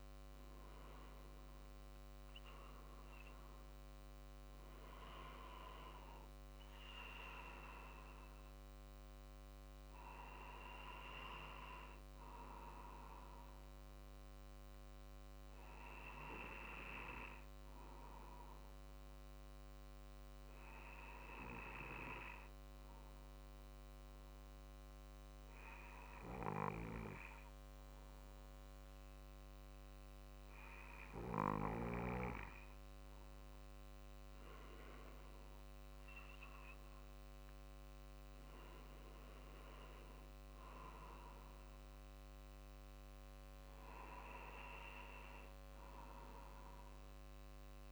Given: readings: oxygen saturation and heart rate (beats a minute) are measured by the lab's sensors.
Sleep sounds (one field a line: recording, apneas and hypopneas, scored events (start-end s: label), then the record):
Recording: breathing in sleep by a microphone on the trachea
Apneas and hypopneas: 1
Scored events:
0.00-17.50 s: drop in pulse transit time (device-marked, heart rate 48 extreme)
15.00-33.00 s: obstructive apnea (oxygen 96% before, 93% lowest, heart rate 49 before, 46 extreme, up 3 after)
30.50-45.50 s: oxygen desaturation (device-marked, oxygen 96% before, 93% lowest, heart rate 48 before, 46 extreme)
35.00-39.00 s: arousal
35.50-47.92 s: drop in pulse transit time (device-marked, heart rate 48 before, 46 extreme)
From the record:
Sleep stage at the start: N2 (light sleep)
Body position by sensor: on the back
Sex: male